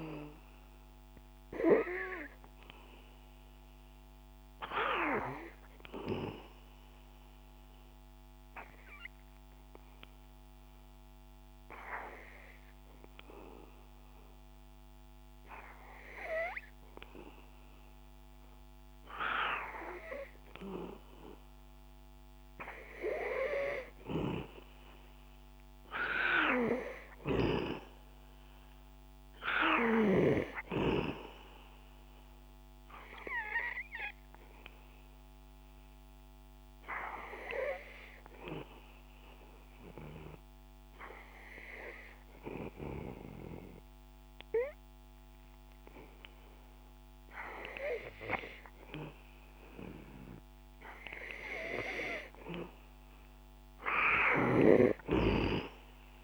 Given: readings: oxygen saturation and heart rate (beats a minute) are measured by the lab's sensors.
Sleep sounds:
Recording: breathing in sleep by a microphone on the trachea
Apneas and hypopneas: 2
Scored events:
5.50-20.50 s: hypopnea (oxygen 95% before, 89% lowest, heart rate 70 before, 65 extreme, up 2 after)
8.00-20.00 s: oxygen desaturation (device-marked, oxygen 95% before, 90% lowest, heart rate 70 before, 65 extreme)
24.50-29.50 s: arousal
41.00-52.00 s: hypopnea (oxygen 96% before, 89% lowest, heart rate 67 before, 67 extreme, up 6 after)
53.00-55.50 s: arousal
From the record:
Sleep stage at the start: N2 (light sleep)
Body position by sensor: on the back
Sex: male

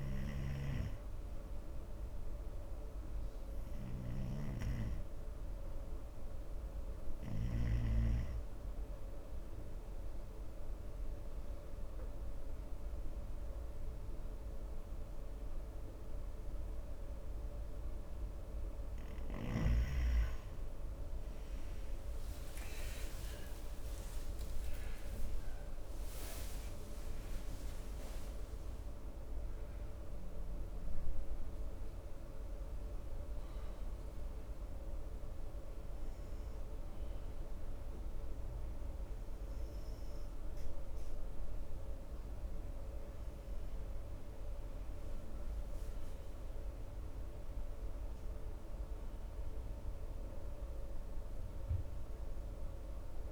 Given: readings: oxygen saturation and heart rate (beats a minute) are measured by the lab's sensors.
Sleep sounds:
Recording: breathing in sleep by a room microphone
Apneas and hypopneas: 1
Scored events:
0.50-8.50 s: snoring (device-marked)
11.00-21.00 s: obstructive apnea (oxygen 94% before, 88% lowest, heart rate 73 before, 65 extreme, up 19 after)
22.00-45.00 s: oxygen desaturation (device-marked, oxygen 93% before, 88% lowest, heart rate 72 before, 63 extreme)
22.50-26.50 s: arousal
47.00-50.50 s: arousal
From the record:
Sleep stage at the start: N2 (light sleep)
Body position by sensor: on the right side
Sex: male

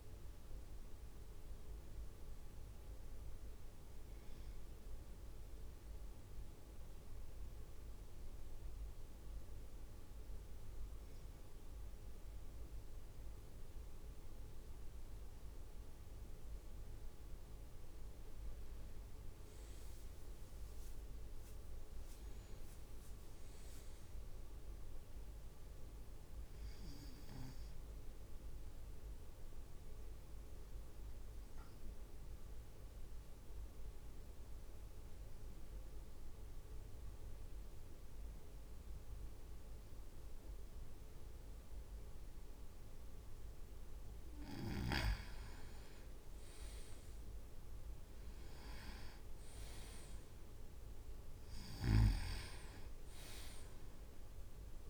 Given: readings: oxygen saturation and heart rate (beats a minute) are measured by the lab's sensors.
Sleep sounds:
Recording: breathing in sleep, hard to hear, by a room microphone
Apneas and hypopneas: 2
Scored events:
0.00-1.50 s: drop in pulse transit time (device-marked, heart rate 59 extreme)
0.00-1.50 s: oxygen desaturation (device-marked, oxygen 94% lowest, heart rate 52 extreme)
5.00-17.50 s: mixed apnea (oxygen 98% before, 96% lowest, heart rate 62 before, 49 extreme, up 6 after)
19.00-22.00 s: arousal
20.00-21.00 s: leg movement (device-marked)
28.50-44.00 s: obstructive apnea (oxygen 100% before, 96% lowest, heart rate 55 before, 49 extreme, up 4 after)
46.00-47.00 s: leg movement (device-marked)
47.50-51.00 s: arousal
52.00-54.90 s: snoring (device-marked)
From the record:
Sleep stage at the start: N2 (light sleep)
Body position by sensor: on the right side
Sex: male

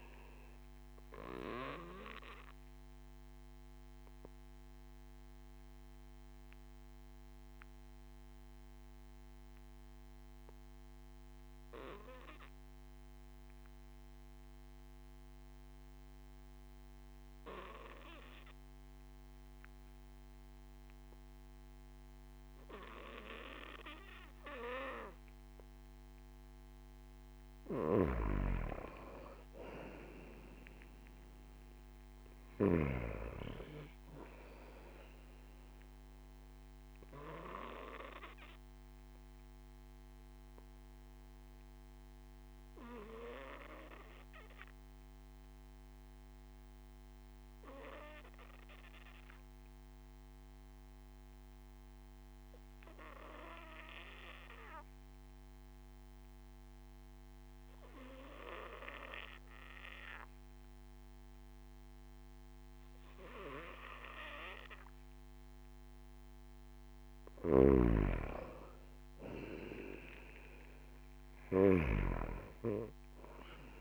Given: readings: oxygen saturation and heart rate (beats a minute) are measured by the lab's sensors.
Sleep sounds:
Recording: breathing in sleep by a microphone on the trachea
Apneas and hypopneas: 2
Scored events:
0.00-17.50 s: oxygen desaturation (device-marked, oxygen 92% lowest)
2.00-26.50 s: obstructive apnea (oxygen 97% before, 91% lowest)
28.00-31.50 s: arousal
37.50-66.00 s: obstructive apnea (oxygen 98% before, 91% lowest)
37.50-73.81 s: new sleep stage, N2 (light sleep)
59.50-73.81 s: oxygen desaturation (device-marked, oxygen 97% before, 91% lowest)
67.50-71.50 s: arousal
67.50-72.00 s: snoring (device-marked)
From the record:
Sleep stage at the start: N1 (lightest sleep)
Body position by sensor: on the back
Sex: male

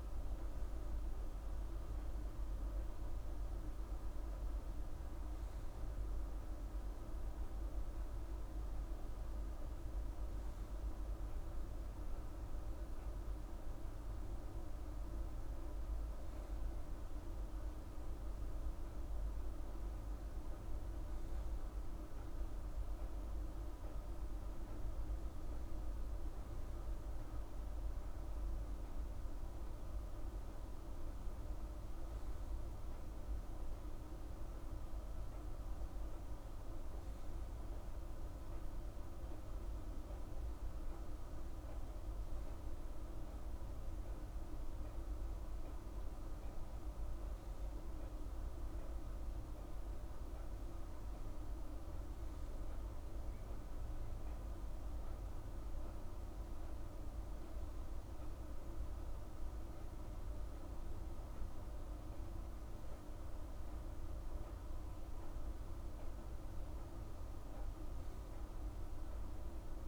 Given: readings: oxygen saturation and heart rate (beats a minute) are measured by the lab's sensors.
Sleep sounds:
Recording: breathing in sleep, hard to hear, by a room microphone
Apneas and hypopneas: none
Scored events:
25.50-69.88 s: new sleep stage, N3 (deep sleep)
From the record:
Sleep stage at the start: N2 (light sleep)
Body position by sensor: on the right side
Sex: female

